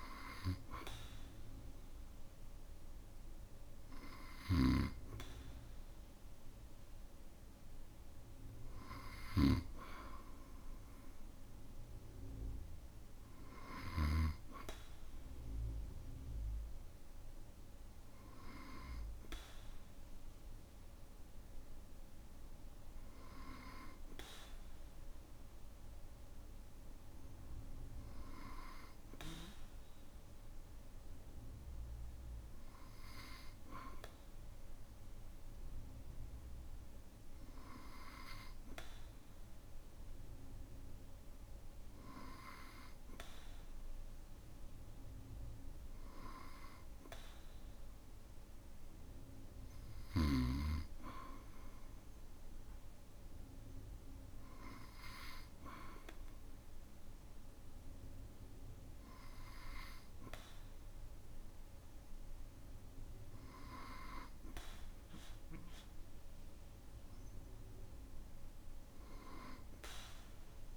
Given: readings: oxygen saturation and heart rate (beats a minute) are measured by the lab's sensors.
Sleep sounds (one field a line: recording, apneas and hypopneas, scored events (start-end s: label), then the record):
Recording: breathing in sleep by a room microphone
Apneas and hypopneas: none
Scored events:
none scored
From the record:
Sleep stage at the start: N2 (light sleep)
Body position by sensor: on the back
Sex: male